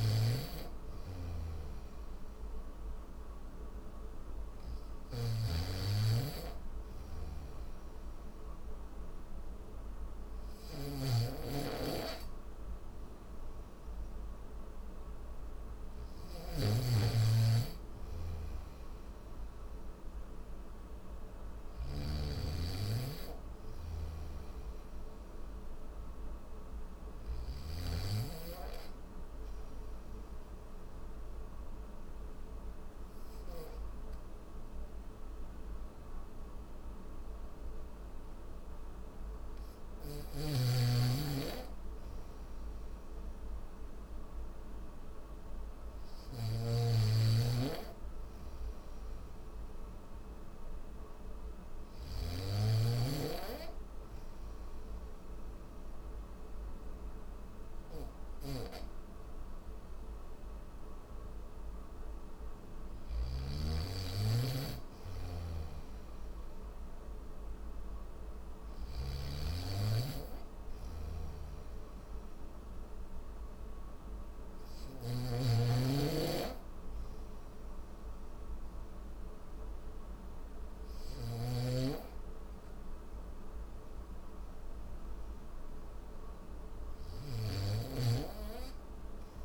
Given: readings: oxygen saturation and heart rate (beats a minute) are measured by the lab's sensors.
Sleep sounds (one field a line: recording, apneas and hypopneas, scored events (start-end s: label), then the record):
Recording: breathing in sleep by a room microphone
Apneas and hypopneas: none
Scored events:
0.00-21.50 s: snoring (device-marked)
23.50-27.00 s: snoring (device-marked)
46.00-52.00 s: snoring (device-marked)
51.00-65.00 s: oxygen desaturation (device-marked, oxygen 96% before, 92% lowest, heart rate 70 before, 69 extreme)
65.00-68.50 s: snoring (device-marked)
70.50-89.45 s: snoring (device-marked)
From the record:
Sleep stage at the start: N1 (lightest sleep)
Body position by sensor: on the back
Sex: male